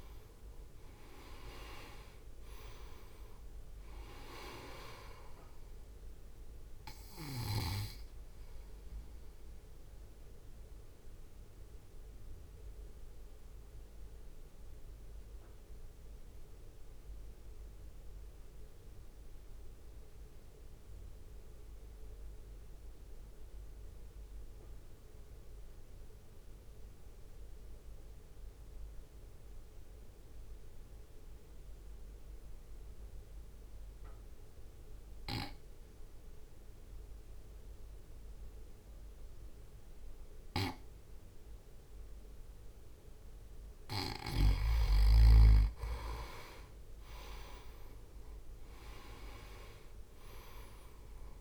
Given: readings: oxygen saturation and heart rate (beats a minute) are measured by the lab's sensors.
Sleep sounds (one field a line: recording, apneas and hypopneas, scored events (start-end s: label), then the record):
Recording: breathing in sleep by a room microphone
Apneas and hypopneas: 1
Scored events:
0.00-3.00 s: arousal
0.00-14.50 s: drop in pulse transit time (device-marked, heart rate 52 extreme)
0.00-31.50 s: oxygen desaturation (device-marked, oxygen 87% lowest, heart rate 51 extreme)
8.50-43.00 s: mixed apnea (oxygen 98% before, 87% lowest, heart rate 57 before, 51 extreme, up 3 after)
45.50-51.41 s: oxygen desaturation (device-marked, oxygen 97% before, 90% lowest, heart rate 61 before, 52 extreme)
46.50-50.00 s: arousal
46.50-51.41 s: drop in pulse transit time (device-marked, heart rate 61 before, 53 extreme)
From the record:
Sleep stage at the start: N2 (light sleep)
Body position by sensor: on the right side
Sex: male